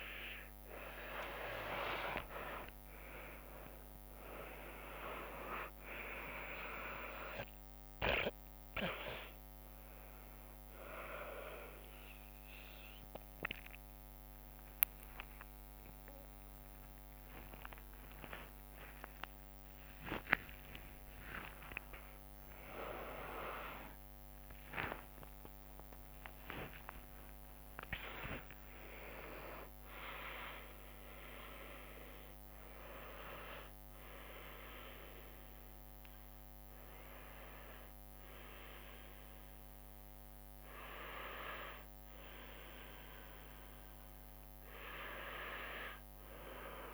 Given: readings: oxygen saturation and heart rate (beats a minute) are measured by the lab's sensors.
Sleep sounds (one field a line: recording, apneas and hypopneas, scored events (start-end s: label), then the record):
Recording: a person awake in a sleep study, by a microphone on the trachea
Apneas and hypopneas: none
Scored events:
0.00-19.00 s: oxygen desaturation (device-marked, oxygen 88% lowest)
4.00-19.00 s: drop in pulse transit time (device-marked, heart rate 59 before, 78 extreme)
14.00-21.00 s: tachycardia (device-marked, heart rate 66 before, 127 extreme)
23.00 s: drop in pulse transit time (device-marked)
24.00-34.00 s: tachycardia (device-marked, heart rate 67 before, 108 extreme)
24.00-46.94 s: new sleep stage, N1 (lightest sleep)
25.00-35.00 s: drop in pulse transit time (device-marked, heart rate 101 before, 80 extreme)
34.00-39.00 s: oxygen desaturation (device-marked, oxygen 99% before, 94% lowest, heart rate 109 before, 25 extreme)
From the record:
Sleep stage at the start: awake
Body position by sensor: on the back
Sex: female